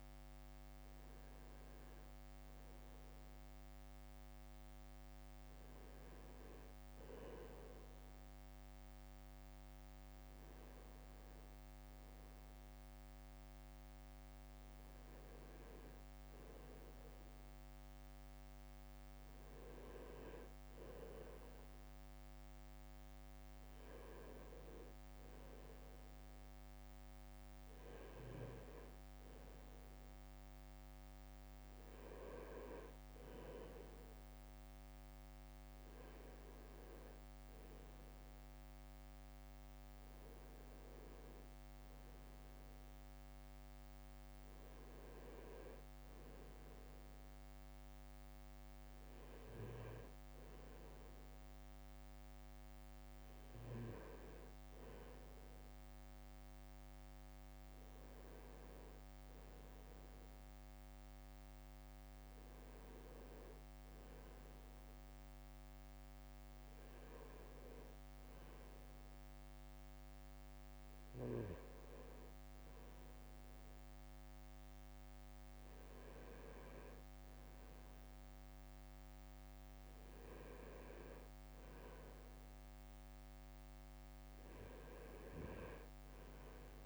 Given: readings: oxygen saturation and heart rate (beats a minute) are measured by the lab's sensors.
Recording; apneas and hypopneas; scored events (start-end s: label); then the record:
breathing in sleep by a microphone on the trachea; none
22.50-86.86 s: new sleep stage, N2 (light sleep)
40.00-44.50 s: arousal
From the record:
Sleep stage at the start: N1 (lightest sleep); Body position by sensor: on the right side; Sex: male